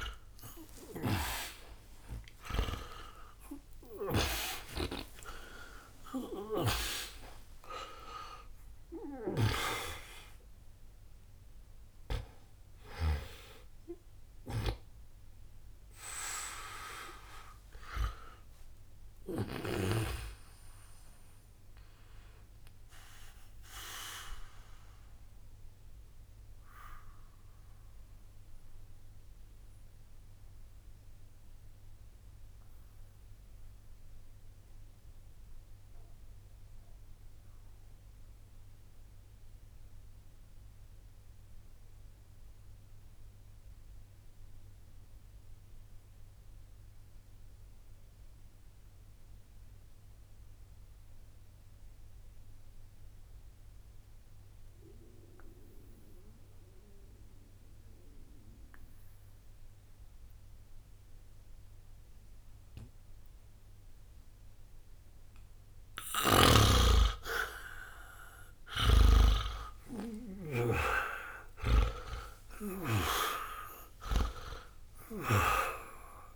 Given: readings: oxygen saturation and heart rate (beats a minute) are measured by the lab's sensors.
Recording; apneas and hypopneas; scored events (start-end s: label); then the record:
breathing in sleep by a room microphone; 1
0.00-1.00 s: snoring (device-marked)
0.00-40.00 s: oxygen desaturation (device-marked, oxygen 75% lowest, heart rate 61 extreme)
0.50-6.00 s: arousal
25.00-68.00 s: mixed apnea (oxygen 90% before, 75% lowest, heart rate 86 before, 52 extreme)
60.00-76.36 s: oxygen desaturation (device-marked, oxygen 99% before, 77% lowest, heart rate 62 before, 52 extreme)
68.50-72.50 s: snoring (device-marked)
70.50-75.50 s: arousal
From the record:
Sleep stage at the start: N2 (light sleep); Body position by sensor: on the back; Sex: male